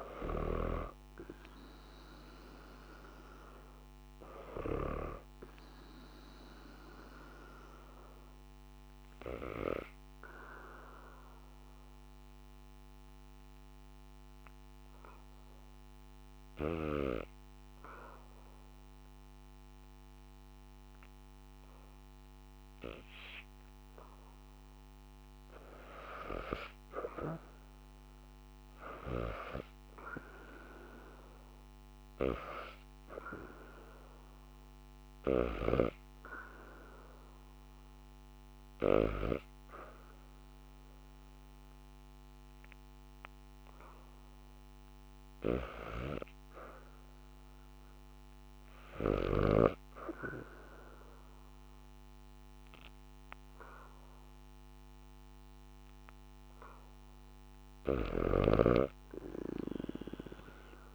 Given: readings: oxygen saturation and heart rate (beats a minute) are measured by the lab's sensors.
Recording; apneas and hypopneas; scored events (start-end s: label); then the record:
breathing in sleep by a microphone on the trachea; 2
0.00-10.50 s: oxygen desaturation (device-marked, oxygen 79% lowest, heart rate 75 extreme)
8.50-24.00 s: obstructive apnea (oxygen 92% before, 81% lowest, heart rate 84 before, 75 extreme, up 0 after)
26.50-29.00 s: arousal
28.50-47.50 s: oxygen desaturation (device-marked, oxygen 99% before, 81% lowest, heart rate 81 before, 77 extreme)
35.50-46.00 s: hypopnea (oxygen 99% before, 81% lowest, heart rate 78 before, 77 extreme, up 1 after)
52.00-57.50 s: arousal
57.50-60.95 s: snoring (device-marked)
From the record:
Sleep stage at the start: REM sleep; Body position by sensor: on the back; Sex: female